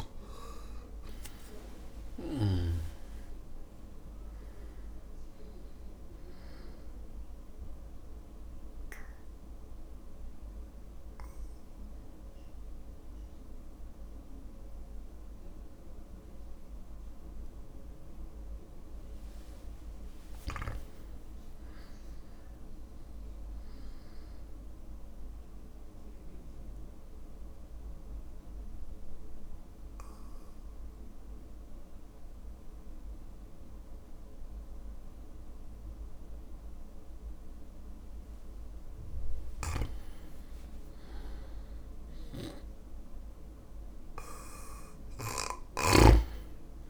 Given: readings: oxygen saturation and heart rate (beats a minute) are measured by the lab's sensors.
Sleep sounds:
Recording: breathing in sleep by a room microphone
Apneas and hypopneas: 2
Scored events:
0.00-1.00 s: oxygen desaturation (device-marked, oxygen 96% lowest, heart rate 55 extreme)
0.00-3.00 s: snoring (device-marked)
1.50-3.50 s: long interval between heartbeats (device-marked, heart rate 57 before, 60 extreme)
4.00-46.90 s: new sleep stage, REM sleep
7.50-19.00 s: obstructive apnea (oxygen 99% before, 94% lowest, heart rate 58 before, 56 extreme, up 4 after)
21.00-23.50 s: arousal
26.00-38.50 s: obstructive apnea (oxygen 99% before, 94% lowest, heart rate 58 before, 57 extreme, up 3 after)
39.50-46.00 s: snoring (device-marked)
43.00-46.90 s: arousal
From the record:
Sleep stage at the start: N2 (light sleep)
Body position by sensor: on the back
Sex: male

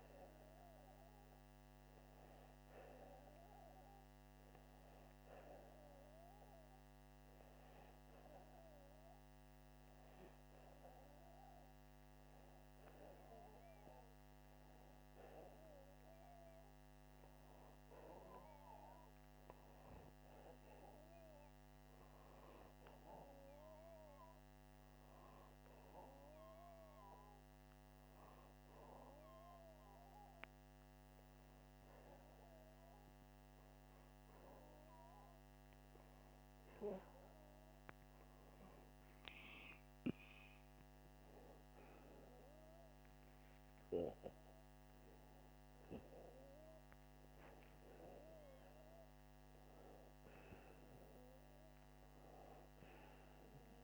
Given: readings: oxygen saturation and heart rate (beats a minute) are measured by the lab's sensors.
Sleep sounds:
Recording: breathing in sleep by a microphone on the trachea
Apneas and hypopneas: none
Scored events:
44.00-47.50 s: arousal
From the record:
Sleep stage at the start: N2 (light sleep)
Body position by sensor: upright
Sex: male

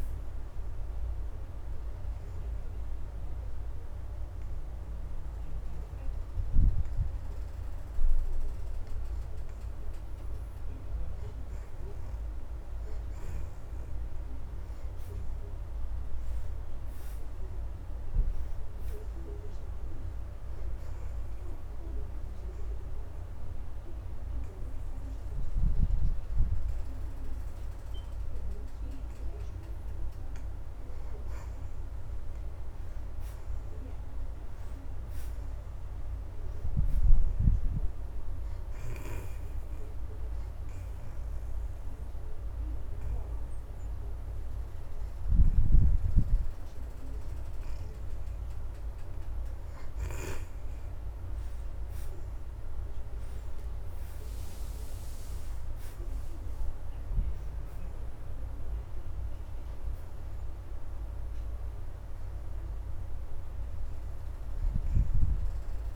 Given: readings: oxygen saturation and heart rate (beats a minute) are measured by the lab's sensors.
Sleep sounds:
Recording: breathing in sleep, hard to hear, by a room microphone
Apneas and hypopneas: 3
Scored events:
0.00-4.00 s: oxygen desaturation (device-marked, oxygen 59% lowest, heart rate 76 extreme)
2.00-12.50 s: hypopnea (oxygen 75% before, 61% lowest, heart rate 91 before, 76 extreme, up 6 after)
14.50-19.00 s: arousal
18.00-35.00 s: oxygen desaturation (device-marked, oxygen 83% before, 62% lowest, heart rate 80 before, 78 extreme)
22.00-32.00 s: obstructive apnea (oxygen 84% before, 62% lowest, heart rate 79 before, 78 extreme, up 3 after)
33.50-37.00 s: arousal
37.00-54.00 s: oxygen desaturation (device-marked, oxygen 79% before, 64% lowest, heart rate 82 before, 76 extreme)
40.50-50.50 s: obstructive apnea (oxygen 83% before, 62% lowest, heart rate 82 before, 76 extreme, up 33 after)
54.00-58.00 s: arousal
58.00-65.96 s: oxygen desaturation (device-marked, oxygen 81% before, 62% lowest, heart rate 104 before, 76 extreme)
From the record:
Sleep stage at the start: N2 (light sleep)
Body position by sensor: on the back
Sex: female

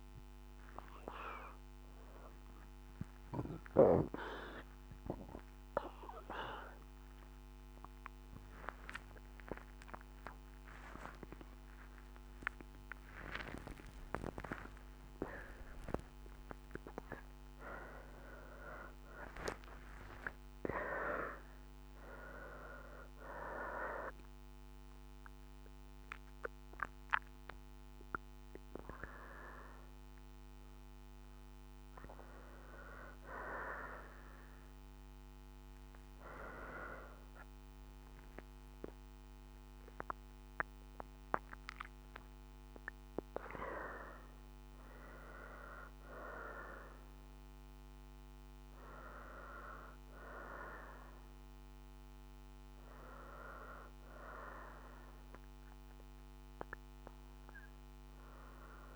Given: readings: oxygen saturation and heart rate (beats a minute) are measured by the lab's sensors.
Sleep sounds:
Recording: a person awake in a sleep study, by a microphone on the trachea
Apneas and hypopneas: none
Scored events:
0.00-9.00 s: oxygen desaturation (device-marked, oxygen 89% lowest, heart rate 59 extreme)
29.00-34.00 s: oxygen desaturation (device-marked, oxygen 97% before, 89% lowest, heart rate 105 before, 63 extreme)
41.00-50.00 s: oxygen desaturation (device-marked, oxygen 96% before, 92% lowest, heart rate 82 before, 61 extreme)
48.00-58.96 s: new sleep stage, N1 (lightest sleep)
From the record:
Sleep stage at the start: awake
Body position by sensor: on the right side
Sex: female

